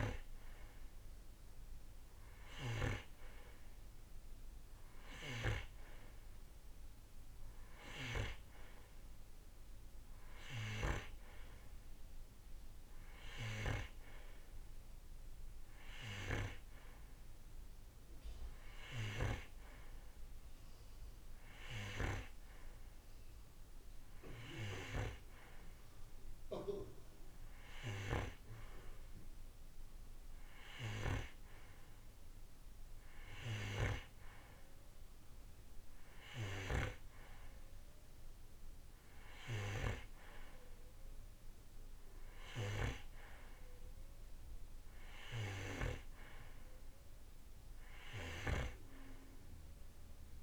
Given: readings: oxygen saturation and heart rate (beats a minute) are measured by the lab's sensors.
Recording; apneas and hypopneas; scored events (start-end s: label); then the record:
breathing in sleep by a room microphone; none
none scored
From the record:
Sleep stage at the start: N2 (light sleep); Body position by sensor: on the right side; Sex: male